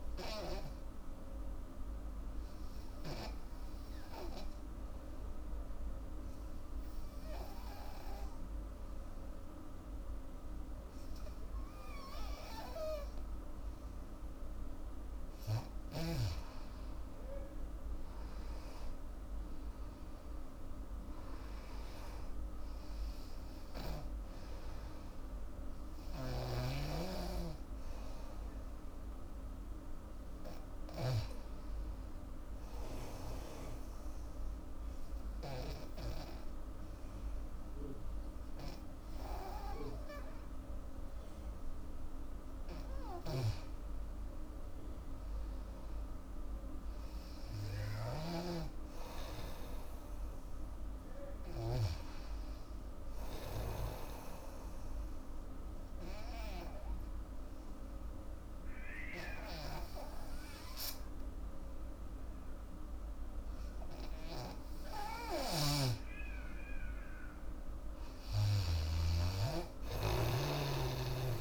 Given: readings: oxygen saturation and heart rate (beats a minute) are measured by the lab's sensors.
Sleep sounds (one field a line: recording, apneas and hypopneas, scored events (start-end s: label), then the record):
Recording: breathing in sleep by a room microphone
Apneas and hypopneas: 3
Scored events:
0.00-1.00 s: oxygen desaturation (device-marked, oxygen 91% lowest, heart rate 80 extreme)
3.50-15.50 s: obstructive apnea (oxygen 97% before, 90% lowest, heart rate 85 before, 74 extreme, up 10 after)
15.00-36.00 s: oxygen desaturation (device-marked, oxygen 97% before, 90% lowest, heart rate 82 before, 74 extreme)
17.50-21.00 s: arousal
26.50-31.50 s: snoring (device-marked)
33.00-43.00 s: obstructive apnea (oxygen 97% before, 91% lowest, heart rate 82 before, 76 extreme, up 3 after)
44.50-48.00 s: arousal
48.00-52.00 s: snoring (device-marked)
50.00-62.00 s: oxygen desaturation (device-marked, oxygen 97% before, 92% lowest, heart rate 80 before, 76 extreme)
53.50-66.00 s: obstructive apnea (oxygen 98% before, 91% lowest, heart rate 81 before, 78 extreme, up 9 after)
65.50-69.00 s: snoring (device-marked)
67.50-71.00 s: arousal
70.00-71.41 s: oxygen desaturation (device-marked, oxygen 96% before, 91% lowest, heart rate 79 before, 79 extreme)
From the record:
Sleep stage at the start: N2 (light sleep)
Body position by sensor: on the back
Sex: female